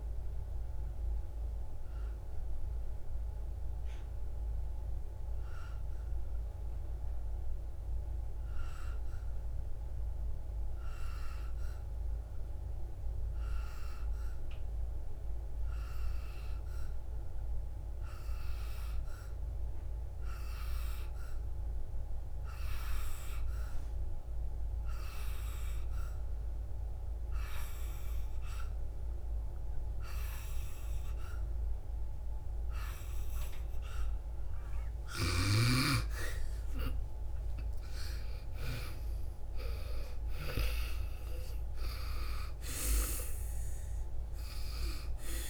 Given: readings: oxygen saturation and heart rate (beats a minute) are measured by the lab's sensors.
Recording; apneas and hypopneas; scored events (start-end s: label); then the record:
breathing in sleep by a room microphone; 1
2.00-32.00 s: obstructive apnea (oxygen 97% before, 90% lowest, heart rate 69 before, 55 extreme, up 14 after)
32.00-45.49 s: oxygen desaturation (device-marked, oxygen 98% before, 90% lowest, heart rate 63 before, 55 extreme)
37.00-41.50 s: arousal
From the record:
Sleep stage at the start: N2 (light sleep); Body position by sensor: on the back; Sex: female